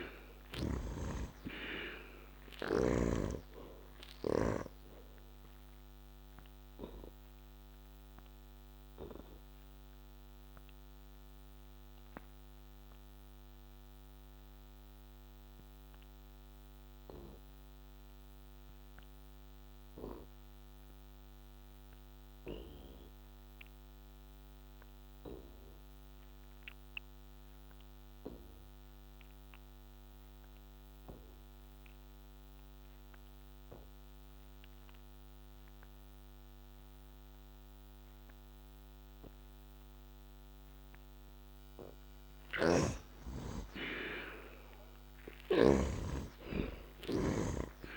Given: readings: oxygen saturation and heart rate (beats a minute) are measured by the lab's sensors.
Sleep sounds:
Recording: breathing in sleep by a microphone on the trachea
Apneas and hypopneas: 1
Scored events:
0.00-2.50 s: snoring (device-marked)
3.50-39.50 s: obstructive apnea (heart rate 74 before, 59 extreme, up 9 after)
42.00-47.97 s: snoring (device-marked)
42.50-46.50 s: arousal
From the record:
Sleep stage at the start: N2 (light sleep)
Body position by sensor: on the back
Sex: male

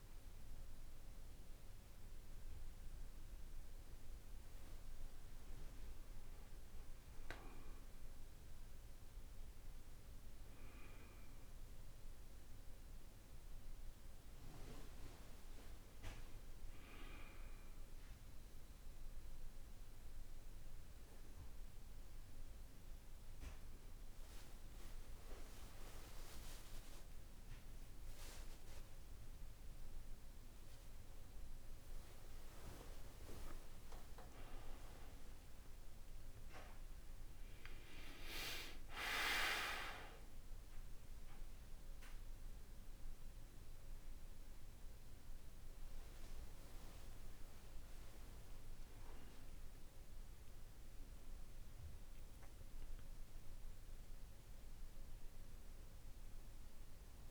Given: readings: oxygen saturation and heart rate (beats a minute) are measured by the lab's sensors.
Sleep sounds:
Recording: a person partly awake in a sleep study, by a room microphone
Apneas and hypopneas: none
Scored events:
36.00-57.31 s: new sleep stage, awake
From the record:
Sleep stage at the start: N1 (lightest sleep)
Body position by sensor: on the back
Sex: male

